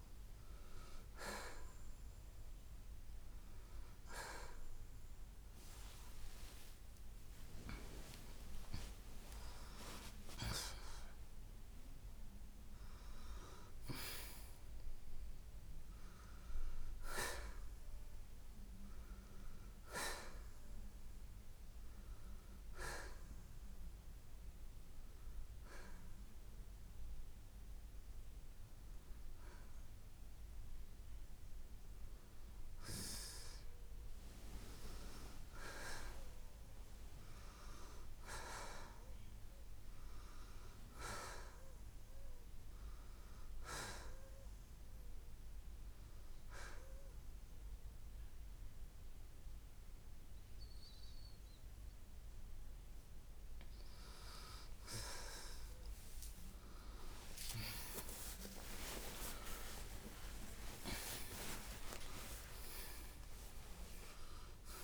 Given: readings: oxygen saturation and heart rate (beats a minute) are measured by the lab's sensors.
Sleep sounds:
breathing in sleep by a room microphone; 1
11.50-25.50 s: oxygen desaturation (device-marked, oxygen 88% before, 83% lowest, heart rate 85 before, 61 extreme)
22.00-32.50 s: hypopnea (oxygen 88% before, 83% lowest, heart rate 75 before, 61 extreme, up 3 after)
34.50-39.00 s: arousal
58.50-64.83 s: new sleep stage, awake
From the record:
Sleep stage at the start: N1 (lightest sleep); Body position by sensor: on the right side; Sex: male

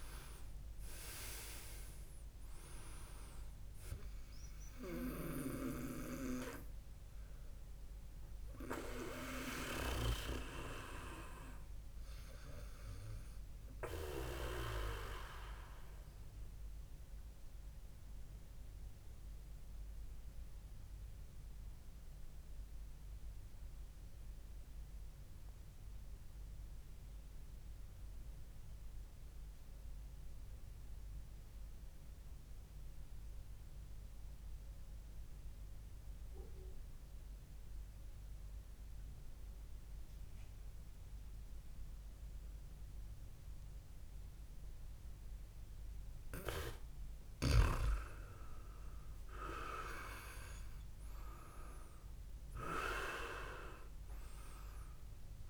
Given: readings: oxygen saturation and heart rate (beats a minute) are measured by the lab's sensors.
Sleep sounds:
breathing in sleep by a room microphone; 1
0.00-12.50 s: oxygen desaturation (device-marked, oxygen 94% lowest, heart rate 59 extreme)
4.50-10.00 s: snoring (device-marked)
15.50-45.50 s: mixed apnea (oxygen 99% before, 94% lowest, heart rate 66 before, 60 extreme, up 6 after)
45.50-55.49 s: oxygen desaturation (device-marked, oxygen 99% before, 94% lowest, heart rate 68 before, 60 extreme)
48.00-52.00 s: arousal
From the record:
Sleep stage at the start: N2 (light sleep); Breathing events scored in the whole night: 246 in 4.0 hours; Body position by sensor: on the back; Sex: male

